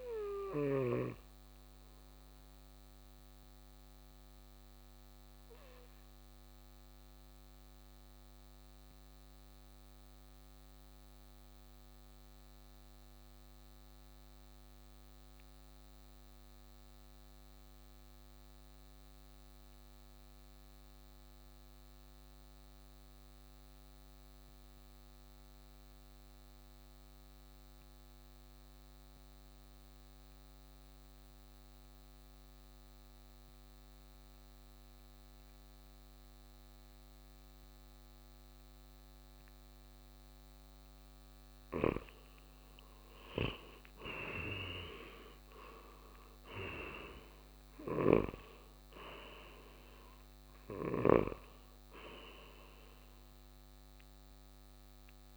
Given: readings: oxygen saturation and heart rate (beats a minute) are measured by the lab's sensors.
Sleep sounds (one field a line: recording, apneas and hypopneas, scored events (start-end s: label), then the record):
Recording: breathing in sleep by a microphone on the trachea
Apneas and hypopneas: 1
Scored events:
0.00-1.00 s: snoring (device-marked)
0.00-13.50 s: oxygen desaturation (device-marked, oxygen 88% lowest, heart rate 55 extreme)
0.50-42.50 s: obstructive apnea (oxygen 96% before, 86% lowest, heart rate 63 before, 55 extreme, up 7 after)
31.50-55.37 s: oxygen desaturation (device-marked, oxygen 97% before, 86% lowest, heart rate 57 before, 56 extreme)
44.00-48.50 s: arousal
48.00-51.50 s: snoring (device-marked)
From the record:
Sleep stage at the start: N2 (light sleep)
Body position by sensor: on the right side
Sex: male